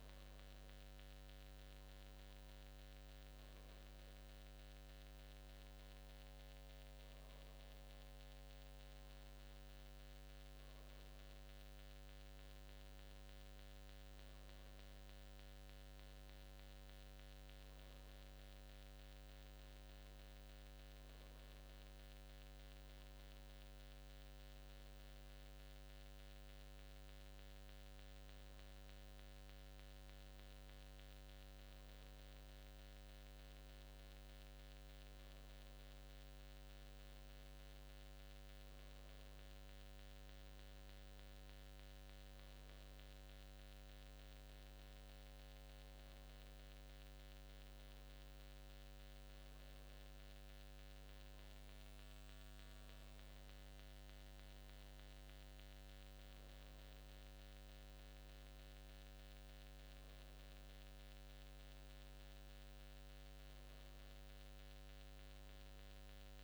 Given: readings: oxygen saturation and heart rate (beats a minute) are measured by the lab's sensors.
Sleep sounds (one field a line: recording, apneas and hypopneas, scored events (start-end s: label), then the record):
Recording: breathing in sleep, hard to hear, by a microphone on the trachea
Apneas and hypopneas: none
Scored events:
none scored
From the record:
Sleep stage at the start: N2 (light sleep)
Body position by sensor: on the back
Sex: male